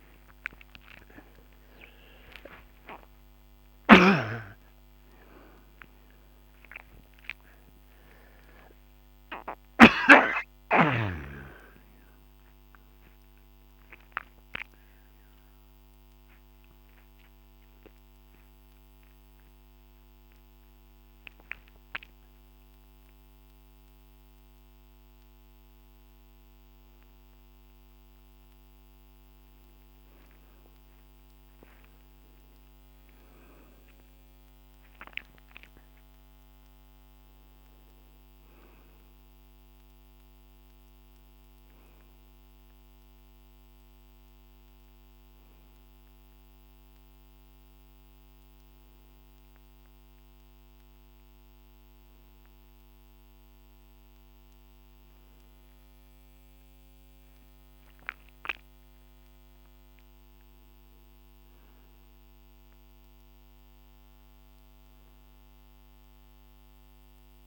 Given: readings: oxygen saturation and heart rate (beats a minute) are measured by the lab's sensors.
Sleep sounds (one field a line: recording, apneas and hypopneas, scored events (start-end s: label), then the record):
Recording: a person awake in a sleep study, by a microphone on the trachea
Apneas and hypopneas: none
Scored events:
13.00-67.47 s: new sleep stage, awake
From the record:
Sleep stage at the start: N1 (lightest sleep)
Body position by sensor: on the back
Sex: male